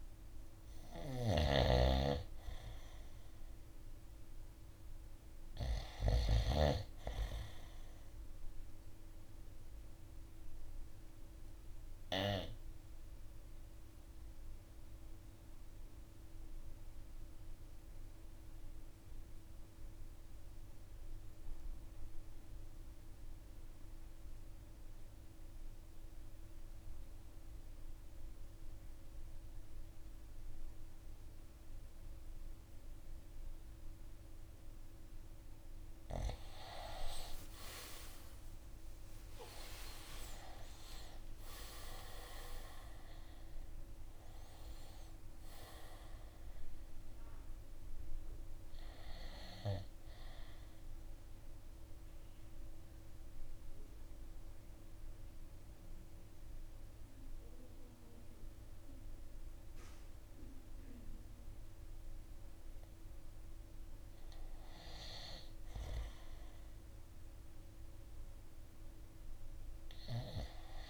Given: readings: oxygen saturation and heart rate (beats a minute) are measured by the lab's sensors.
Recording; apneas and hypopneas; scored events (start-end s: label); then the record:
breathing in sleep by a room microphone; 2
0.00-6.00 s: snoring (device-marked)
8.50-34.50 s: obstructive apnea (oxygen 97% before, 90% lowest, heart rate 54 before, 47 extreme, up 17 after)
38.50-43.00 s: arousal
51.00-63.50 s: central apnea (oxygen 95% before, 90% lowest, heart rate 57 before, 51 extreme, up 5 after)
64.00-70.89 s: oxygen desaturation (device-marked, oxygen 95% before, 90% lowest, heart rate 56 before, 53 extreme)
65.00-69.00 s: arousal
From the record:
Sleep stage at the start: N2 (light sleep); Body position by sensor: on the right side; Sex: male